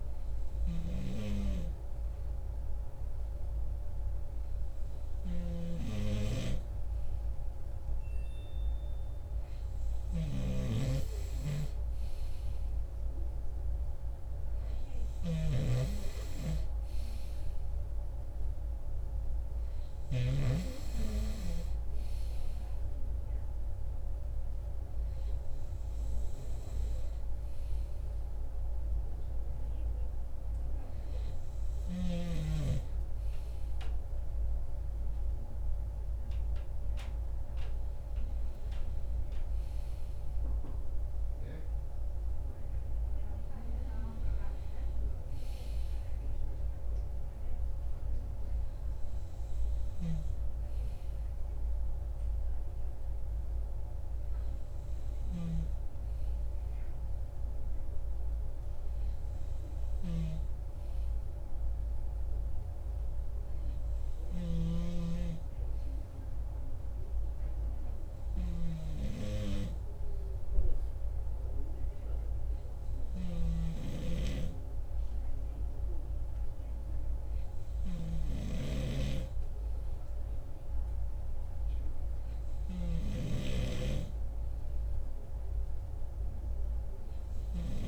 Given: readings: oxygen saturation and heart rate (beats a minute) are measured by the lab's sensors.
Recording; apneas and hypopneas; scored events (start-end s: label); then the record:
breathing in sleep by a room microphone; none
10.00-20.50 s: snoring (device-marked)
From the record:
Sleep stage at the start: N2 (light sleep); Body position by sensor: on the right side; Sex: male